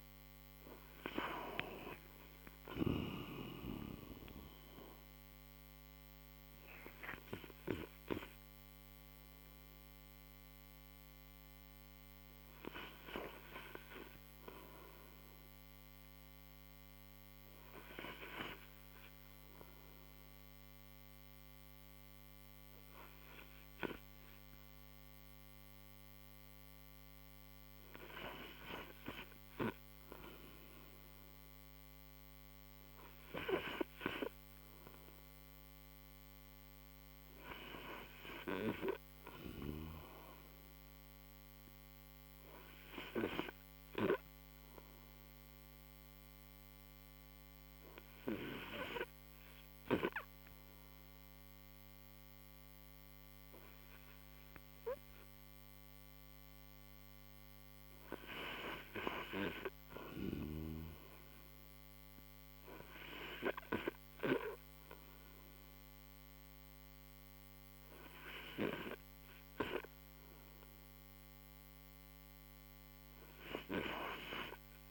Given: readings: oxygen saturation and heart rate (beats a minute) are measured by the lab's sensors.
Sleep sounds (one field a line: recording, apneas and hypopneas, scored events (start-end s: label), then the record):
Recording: breathing in sleep by a microphone on the trachea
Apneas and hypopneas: 1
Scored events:
9.00-31.00 s: oxygen desaturation (device-marked, oxygen 98% before, 93% lowest, heart rate 70 before, 58 extreme)
33.00-45.00 s: oxygen desaturation (device-marked, oxygen 96% before, 93% lowest, heart rate 72 before, 58 extreme)
45.00-58.00 s: obstructive apnea (oxygen 96% before, 87% lowest, heart rate 82 before, 56 extreme, up 7 after)
64.00-74.91 s: new sleep stage, N2 (light sleep)
64.50-68.00 s: arousal
69.00-74.91 s: oxygen desaturation (device-marked, oxygen 95% before, 87% lowest, heart rate 80 before, 50 extreme)
From the record:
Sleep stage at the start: REM sleep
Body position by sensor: on the right side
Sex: male